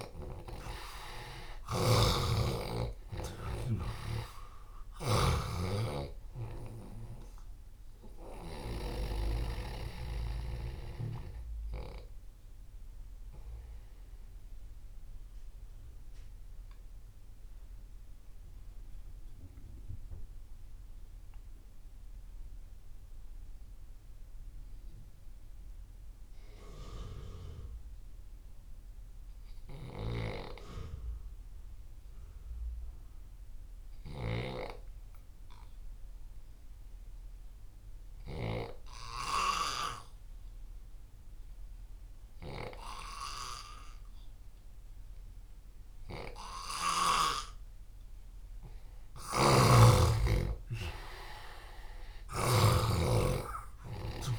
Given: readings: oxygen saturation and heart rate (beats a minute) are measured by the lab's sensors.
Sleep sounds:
breathing in sleep by a room microphone; 1
0.00-2.00 s: arousal
0.00-8.50 s: snoring (device-marked)
0.00-24.50 s: oxygen desaturation (device-marked, oxygen 85% lowest)
13.50-48.50 s: mixed apnea (oxygen 97% before, 85% lowest)
41.50-54.39 s: oxygen desaturation (device-marked, oxygen 98% before, 87% lowest)
49.00-54.39 s: snoring (device-marked)
50.00-54.39 s: arousal
From the record:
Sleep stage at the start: N2 (light sleep); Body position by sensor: on the left side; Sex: male

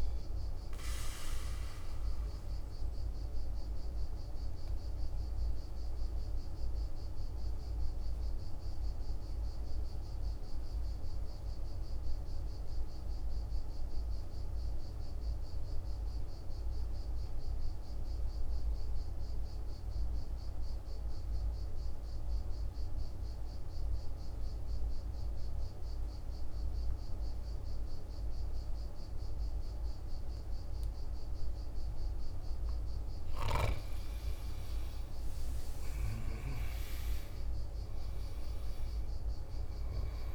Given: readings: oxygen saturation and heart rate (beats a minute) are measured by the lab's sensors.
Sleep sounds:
breathing in sleep, hard to hear, by a room microphone; 1
0.00-9.00 s: oxygen desaturation (device-marked, oxygen 88% lowest, heart rate 47 extreme)
4.50-31.50 s: obstructive apnea (oxygen 98% before, 88% lowest, heart rate 53 before, 49 extreme, up 9 after)
26.00-40.35 s: oxygen desaturation (device-marked, oxygen 99% before, 88% lowest, heart rate 49 before, 49 extreme)
34.00-38.50 s: arousal
From the record:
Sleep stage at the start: N2 (light sleep); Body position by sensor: on the back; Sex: male

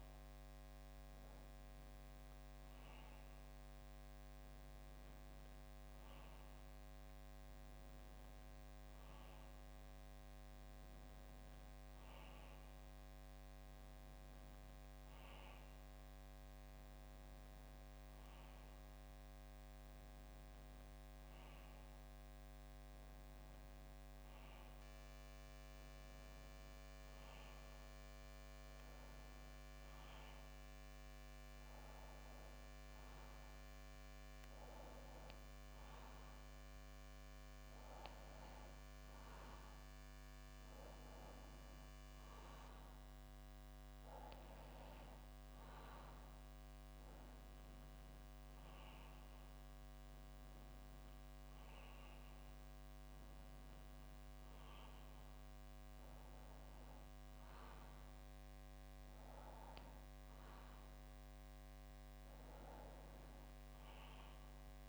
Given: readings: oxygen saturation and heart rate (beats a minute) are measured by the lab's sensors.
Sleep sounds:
breathing in sleep, hard to hear, by a microphone on the trachea; none
none scored
From the record:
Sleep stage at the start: N2 (light sleep); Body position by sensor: on the back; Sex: male

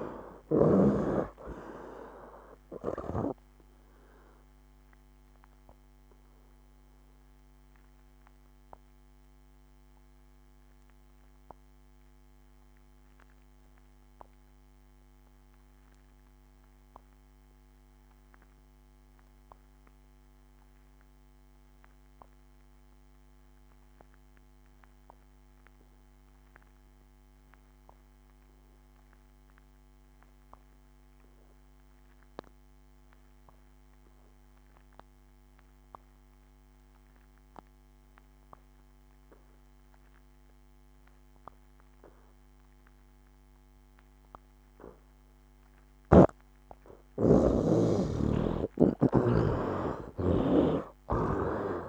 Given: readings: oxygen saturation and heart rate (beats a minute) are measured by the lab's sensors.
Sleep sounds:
breathing in sleep by a microphone on the trachea; 1
0.00-21.00 s: oxygen desaturation (device-marked, oxygen 64% lowest, heart rate 72 extreme)
4.00-45.50 s: obstructive apnea (oxygen 94% before, 55% lowest, heart rate 81 before, 72 extreme, up 12 after)
31.00-51.89 s: oxygen desaturation (device-marked, oxygen 96% before, 55% lowest, heart rate 74 before, 68 extreme)
48.50-51.89 s: arousal
50.50-51.89 s: snoring (device-marked)
From the record:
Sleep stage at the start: N2 (light sleep); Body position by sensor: on the right side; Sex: male

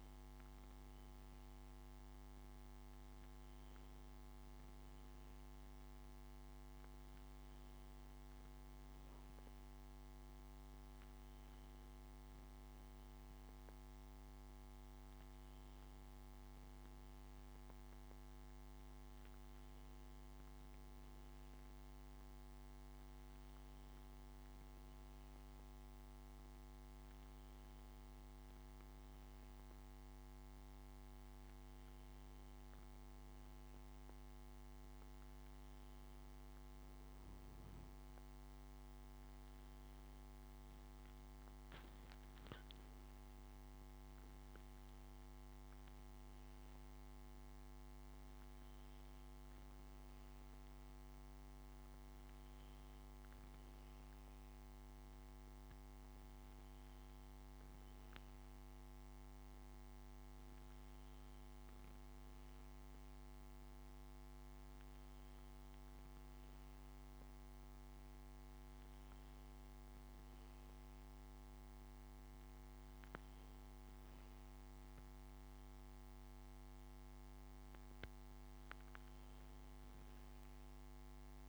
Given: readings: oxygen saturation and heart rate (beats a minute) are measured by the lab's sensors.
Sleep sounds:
breathing in sleep, hard to hear, by a microphone on the trachea; none
75.00-81.49 s: new sleep stage, N2 (light sleep)
From the record:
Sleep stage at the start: N1 (lightest sleep); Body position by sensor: on the back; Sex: male

